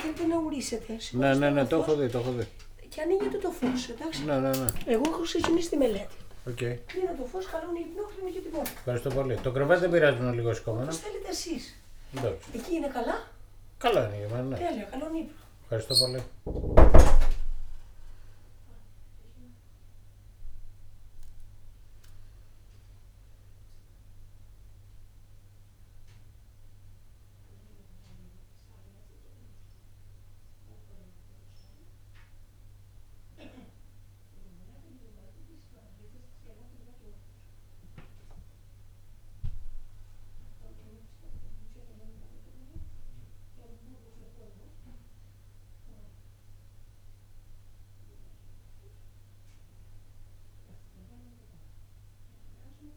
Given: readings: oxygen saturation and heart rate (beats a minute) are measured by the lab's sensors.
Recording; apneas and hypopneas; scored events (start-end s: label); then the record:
a person partly awake in a sleep study, by a room microphone; none
14.50-52.97 s: new sleep stage, N1 (lightest sleep)
From the record:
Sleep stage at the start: awake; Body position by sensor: on the back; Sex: male